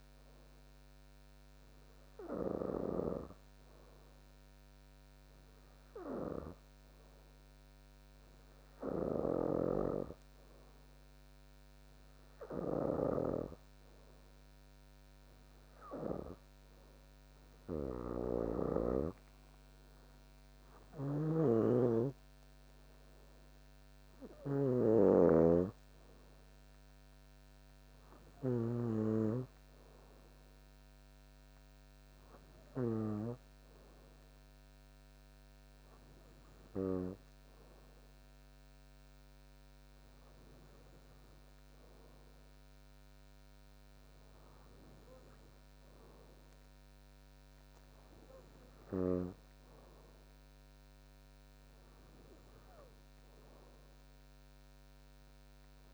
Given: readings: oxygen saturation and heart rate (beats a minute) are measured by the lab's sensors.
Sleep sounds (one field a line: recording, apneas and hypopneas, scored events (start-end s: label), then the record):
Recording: breathing in sleep by a microphone on the trachea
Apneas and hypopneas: none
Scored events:
6.50-12.50 s: oxygen desaturation (device-marked, oxygen 98% before, 95% lowest, heart rate 65 before, 61 extreme)
9.00-19.00 s: snoring (device-marked)
21.00-29.00 s: snoring (device-marked)
From the record:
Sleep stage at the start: N2 (light sleep)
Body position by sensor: on the back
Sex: female